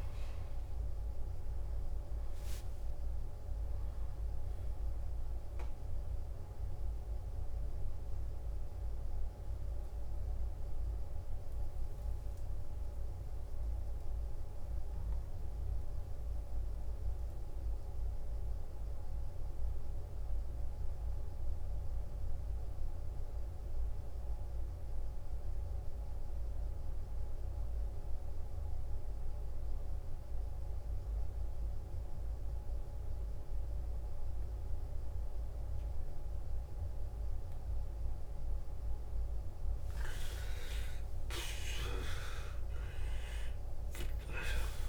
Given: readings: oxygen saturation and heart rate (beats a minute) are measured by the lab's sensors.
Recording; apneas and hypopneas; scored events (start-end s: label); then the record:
breathing in sleep by a room microphone; 1
0.00-13.00 s: oxygen desaturation (device-marked, oxygen 89% lowest, heart rate 54 extreme)
8.00-40.50 s: mixed apnea (oxygen 97% before, 88% lowest, heart rate 68 before, 54 extreme, up 14 after)
34.00-44.89 s: oxygen desaturation (device-marked, oxygen 98% before, 88% lowest, heart rate 56 before, 55 extreme)
41.00-44.89 s: arousal
42.00-44.89 s: new sleep stage, N1 (lightest sleep)
From the record:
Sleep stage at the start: N2 (light sleep); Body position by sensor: on the back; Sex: male